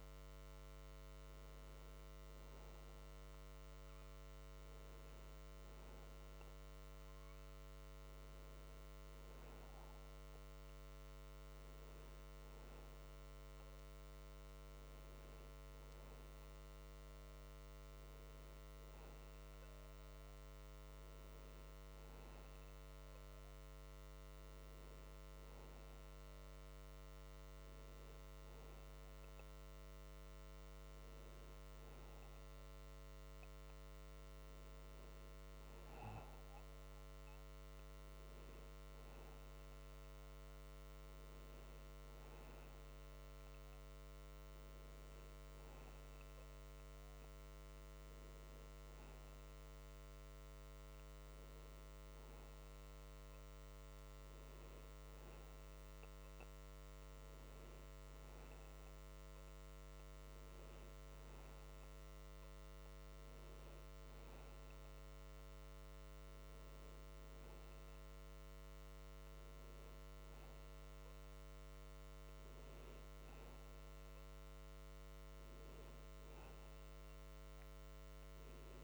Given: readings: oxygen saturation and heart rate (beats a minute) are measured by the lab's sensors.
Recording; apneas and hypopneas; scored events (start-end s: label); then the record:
breathing in sleep, hard to hear, by a microphone on the trachea; none
none scored
From the record:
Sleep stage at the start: N1 (lightest sleep); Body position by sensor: on the back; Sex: male